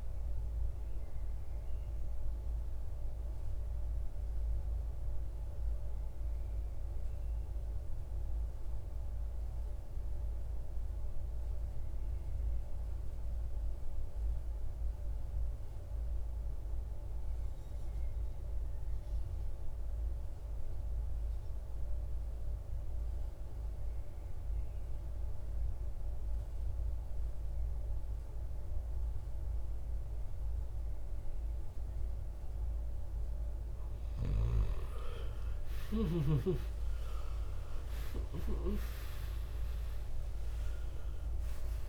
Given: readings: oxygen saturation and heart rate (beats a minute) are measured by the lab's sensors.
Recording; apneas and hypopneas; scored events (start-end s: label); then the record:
breathing in sleep by a room microphone; 1
1.00-33.00 s: obstructive apnea (oxygen 98% before, 83% lowest, heart rate 58 before, 51 extreme, up 25 after)
18.00-41.88 s: oxygen desaturation (device-marked, oxygen 97% before, 83% lowest, heart rate 53 before, 51 extreme)
34.50-39.50 s: arousal
From the record:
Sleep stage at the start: N2 (light sleep); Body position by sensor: on the right side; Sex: male